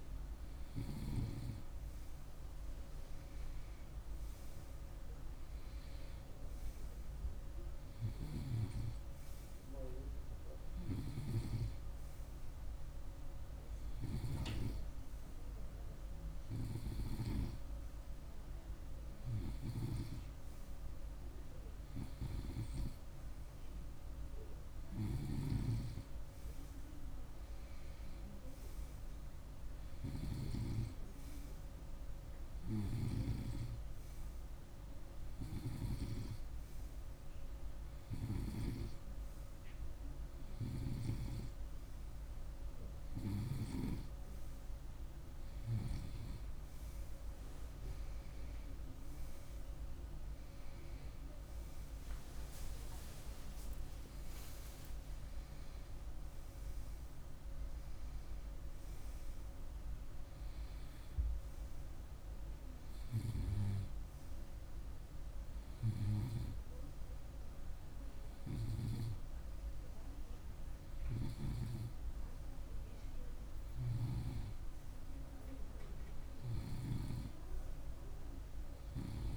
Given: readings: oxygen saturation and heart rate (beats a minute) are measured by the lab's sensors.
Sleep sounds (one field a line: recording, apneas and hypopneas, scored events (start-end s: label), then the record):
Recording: breathing in sleep by a room microphone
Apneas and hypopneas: none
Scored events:
53.00-57.50 s: arousal
From the record:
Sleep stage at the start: N2 (light sleep)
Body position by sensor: on the right side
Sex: male